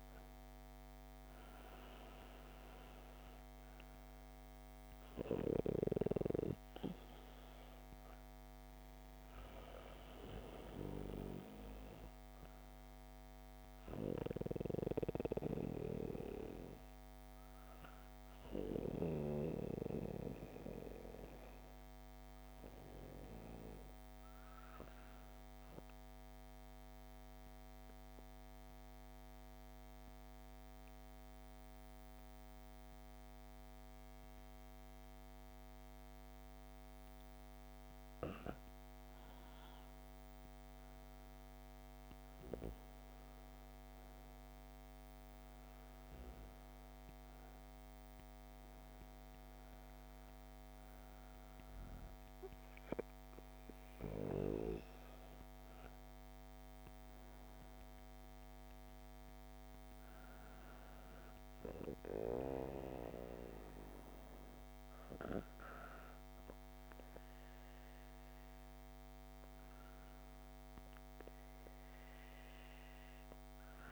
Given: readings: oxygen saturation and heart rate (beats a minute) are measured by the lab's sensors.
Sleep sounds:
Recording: breathing in sleep by a microphone on the trachea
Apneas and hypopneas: 1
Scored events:
0.00-12.00 s: oxygen desaturation (device-marked, oxygen 92% lowest, heart rate 57 extreme)
26.50-37.00 s: obstructive apnea (oxygen 98% before, 94% lowest, heart rate 59 before, 61 extreme, up 20 after)
38.50-42.00 s: arousal
From the record:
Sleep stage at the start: N2 (light sleep)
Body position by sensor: on the back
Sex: female

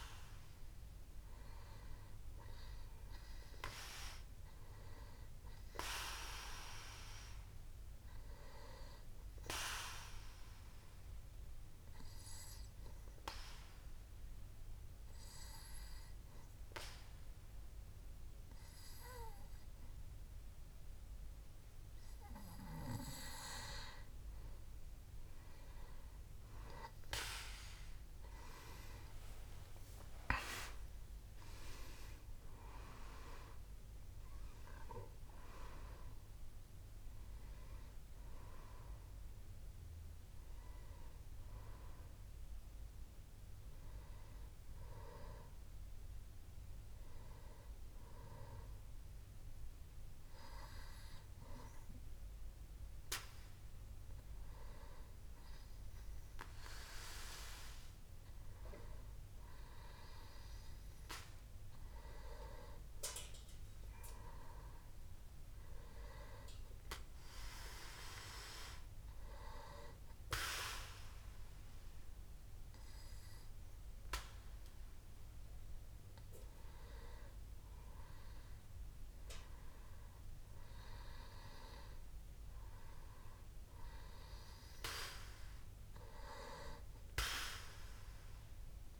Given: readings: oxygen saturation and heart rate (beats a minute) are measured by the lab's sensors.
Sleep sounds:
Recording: breathing in sleep by a room microphone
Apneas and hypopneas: 2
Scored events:
9.50-23.50 s: obstructive apnea (oxygen 98% before, 93% lowest, heart rate 66 before, 63 extreme, up 8 after)
28.00-33.00 s: arousal
32.00-58.00 s: oxygen desaturation (device-marked, oxygen 98% before, 93% lowest, heart rate 65 before, 62 extreme)
58.50-61.50 s: arousal
67.00-77.50 s: hypopnea (oxygen 98% before, 91% lowest, heart rate 67 before, 62 extreme, up 7 after)
79.50-83.00 s: arousal
From the record:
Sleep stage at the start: N2 (light sleep)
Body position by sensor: on the back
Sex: male

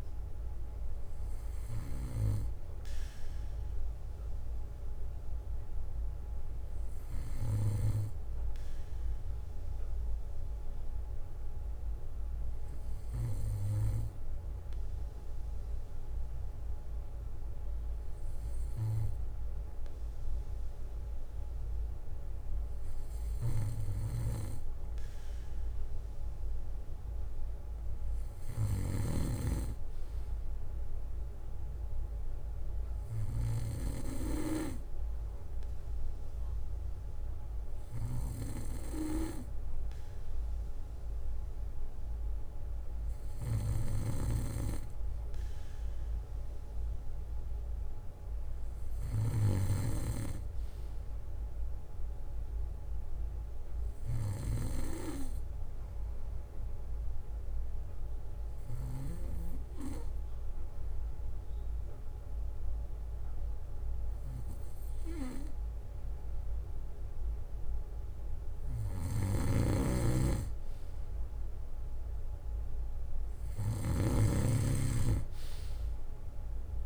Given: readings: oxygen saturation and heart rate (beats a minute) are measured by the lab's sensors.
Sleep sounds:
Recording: breathing in sleep by a room microphone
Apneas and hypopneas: 2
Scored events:
0.00-12.00 s: bradycardia (device-marked, heart rate 58 extreme)
6.00-9.00 s: arousal
12.00-26.50 s: hypopnea (oxygen 95% before, 94% lowest, heart rate 59 before, 59 extreme, up 2 after)
29.50-32.50 s: arousal
44.00-47.00 s: bradycardia (device-marked, heart rate 60 before, 59 extreme)
53.00-55.00 s: bradycardia (device-marked, heart rate 60 before, 60 extreme)
57.50-69.50 s: obstructive apnea (oxygen 96% before, 93% lowest, heart rate 60 before, 56 extreme, up 10 after)
69.50-76.86 s: snoring (device-marked)
74.00-76.00 s: bradycardia (device-marked, heart rate 60 before, 63 extreme)
74.00-76.86 s: arousal
From the record:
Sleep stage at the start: N2 (light sleep)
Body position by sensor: on the back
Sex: male

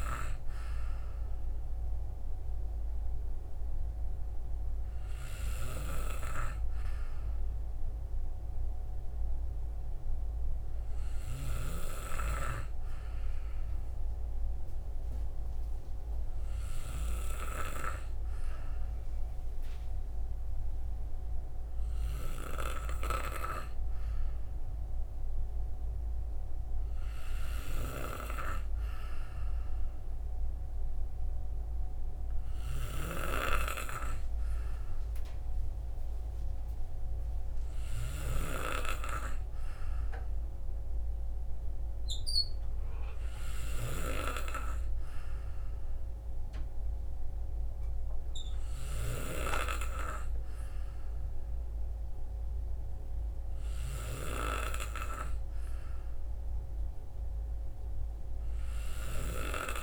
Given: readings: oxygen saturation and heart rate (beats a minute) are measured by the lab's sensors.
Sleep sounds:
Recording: breathing in sleep by a room microphone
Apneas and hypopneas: none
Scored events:
none scored
From the record:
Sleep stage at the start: N2 (light sleep)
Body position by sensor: on the back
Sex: male

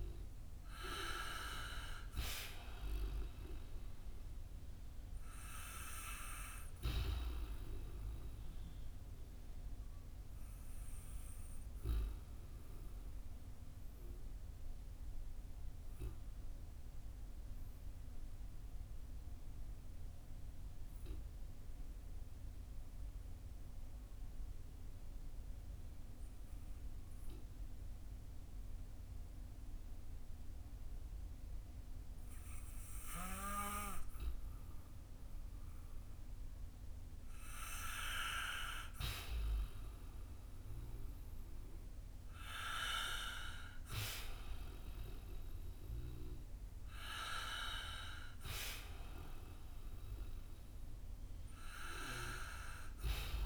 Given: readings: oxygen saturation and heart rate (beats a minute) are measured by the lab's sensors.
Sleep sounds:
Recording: breathing in sleep by a room microphone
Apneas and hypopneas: 1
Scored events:
0.00-28.50 s: oxygen desaturation (device-marked, oxygen 91% lowest, heart rate 45 extreme)
8.00-37.00 s: obstructive apnea (oxygen 97% before, 91% lowest, heart rate 57 before, 45 extreme, up 6 after)
39.00-42.50 s: arousal
From the record:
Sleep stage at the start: N2 (light sleep)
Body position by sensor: on the back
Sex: male

